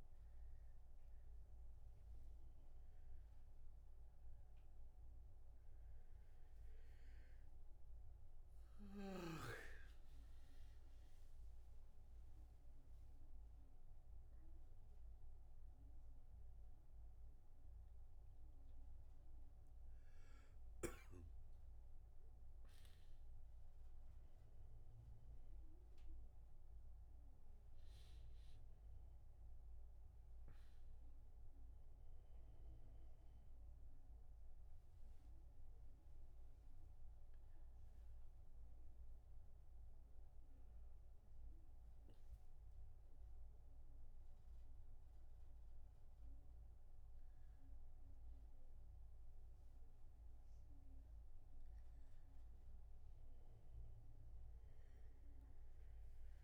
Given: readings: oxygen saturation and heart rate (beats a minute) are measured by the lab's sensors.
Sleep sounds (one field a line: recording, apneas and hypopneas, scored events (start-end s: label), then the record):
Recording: a person awake in a sleep study, hard to hear, by a room microphone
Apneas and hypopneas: none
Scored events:
9.50-25.50 s: oxygen desaturation (device-marked, oxygen 98% before, 94% lowest)
From the record:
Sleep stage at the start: awake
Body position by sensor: on the back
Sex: male